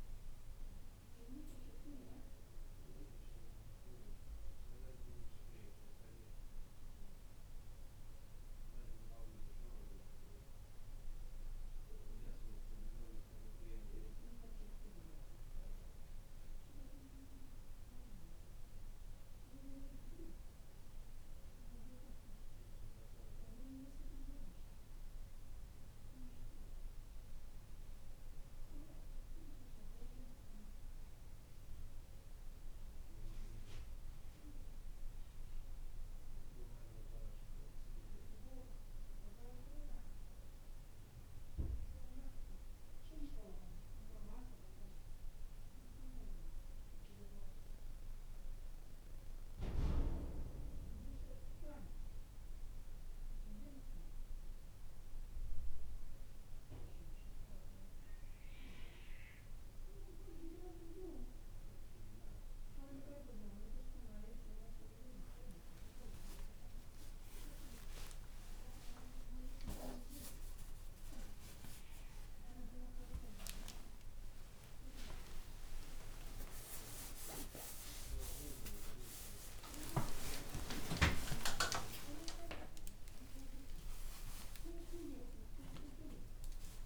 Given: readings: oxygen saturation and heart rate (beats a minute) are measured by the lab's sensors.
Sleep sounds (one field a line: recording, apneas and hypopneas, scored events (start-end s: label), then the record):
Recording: a person awake in a sleep study, by a room microphone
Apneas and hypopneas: none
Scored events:
78.00-84.00 s: tachycardia (device-marked, heart rate 65 before, 122 extreme)
From the record:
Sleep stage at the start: awake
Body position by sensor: on the back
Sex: male